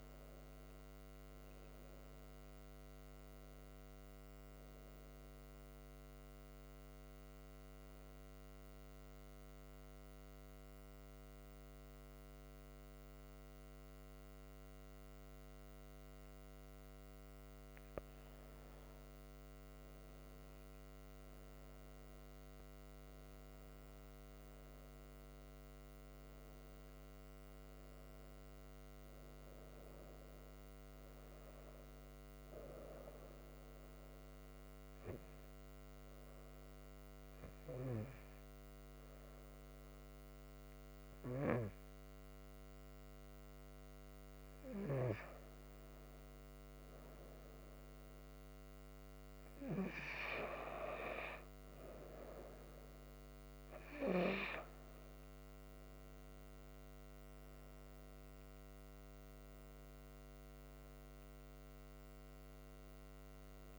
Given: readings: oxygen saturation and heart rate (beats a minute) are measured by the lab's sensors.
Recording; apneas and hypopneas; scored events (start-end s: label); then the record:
breathing in sleep by a microphone on the trachea; 2
0.00-2.50 s: arousal
9.50-19.50 s: mixed apnea (oxygen 96% before, 93% lowest, heart rate 72 before, 66 extreme, up 4 after)
22.50-25.50 s: arousal
34.50-45.50 s: hypopnea (oxygen 96% before, 93% lowest, heart rate 68 before, 66 extreme, up 1 after)
47.00-50.00 s: arousal
From the record:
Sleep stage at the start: N2 (light sleep); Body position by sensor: on the right side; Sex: female